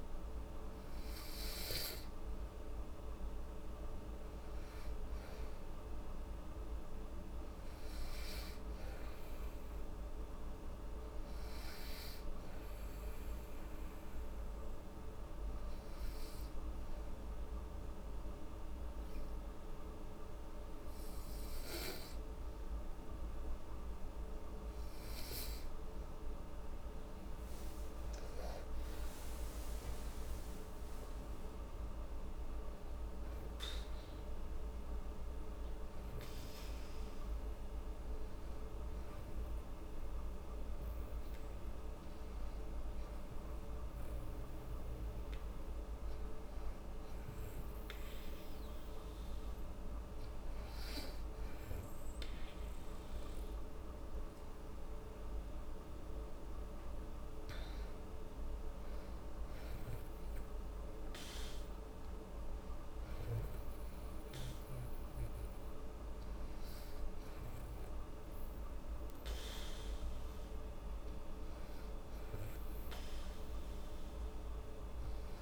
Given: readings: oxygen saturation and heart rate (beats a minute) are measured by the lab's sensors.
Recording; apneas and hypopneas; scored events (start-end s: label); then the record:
breathing in sleep, hard to hear, by a room microphone; 2
2.50-5.50 s: arousal
10.00-20.00 s: oxygen desaturation (device-marked, oxygen 97% before, 93% lowest, heart rate 75 before, 74 extreme)
14.00-26.00 s: obstructive apnea (oxygen 97% before, 89% lowest, heart rate 75 before, 73 extreme, up 9 after)
27.00-31.00 s: arousal
32.00-55.00 s: oxygen desaturation (device-marked, oxygen 95% before, 89% lowest, heart rate 76 before, 71 extreme)
38.50-52.50 s: hypopnea (oxygen 96% before, 89% lowest, heart rate 78 before, 71 extreme, up 7 after)
54.50-57.50 s: arousal
From the record:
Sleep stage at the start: N2 (light sleep); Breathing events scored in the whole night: 177 in 5.9 hours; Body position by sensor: on the back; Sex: female